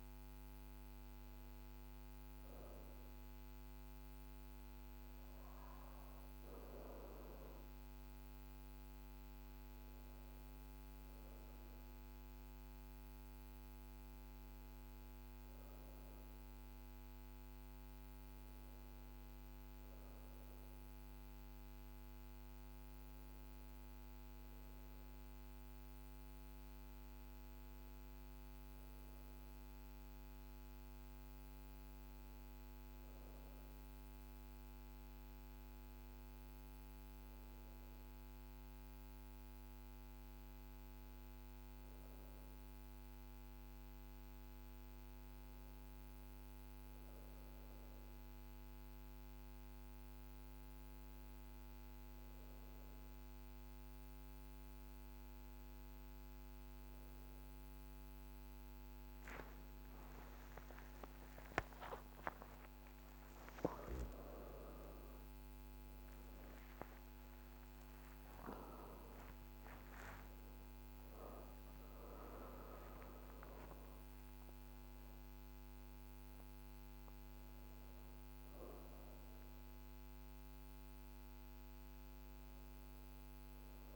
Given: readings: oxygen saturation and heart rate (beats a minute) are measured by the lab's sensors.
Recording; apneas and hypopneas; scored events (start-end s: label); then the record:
breathing in sleep, hard to hear, by a microphone on the trachea; none
58.50-62.50 s: arousal
63.50-83.96 s: new sleep stage, N1 (lightest sleep)
From the record:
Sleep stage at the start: REM sleep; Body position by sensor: on the back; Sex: female